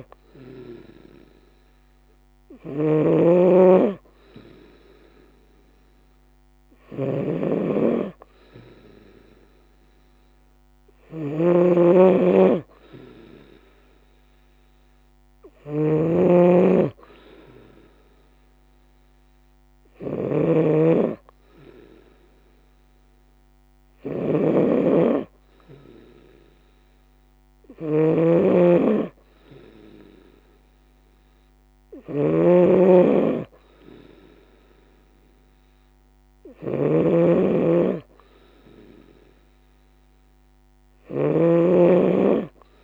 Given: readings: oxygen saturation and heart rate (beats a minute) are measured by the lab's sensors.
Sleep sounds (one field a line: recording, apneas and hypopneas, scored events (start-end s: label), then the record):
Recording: breathing in sleep by a microphone on the trachea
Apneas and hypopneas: none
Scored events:
0.00-42.84 s: snoring (device-marked)
From the record:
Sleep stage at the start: N2 (light sleep)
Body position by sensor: on the right side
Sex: female